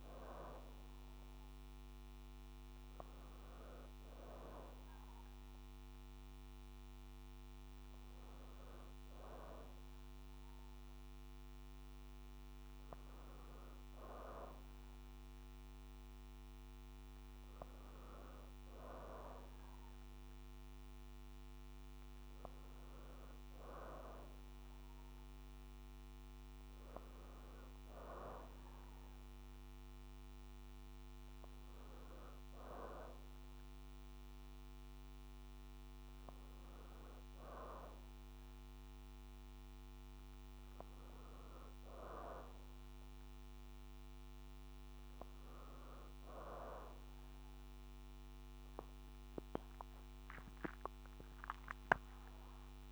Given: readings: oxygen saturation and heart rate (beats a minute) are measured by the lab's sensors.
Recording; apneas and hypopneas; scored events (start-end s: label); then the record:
breathing in sleep by a microphone on the trachea; none
51.50-52.91 s: arousal
From the record:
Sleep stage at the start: N2 (light sleep); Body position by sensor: on the back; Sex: female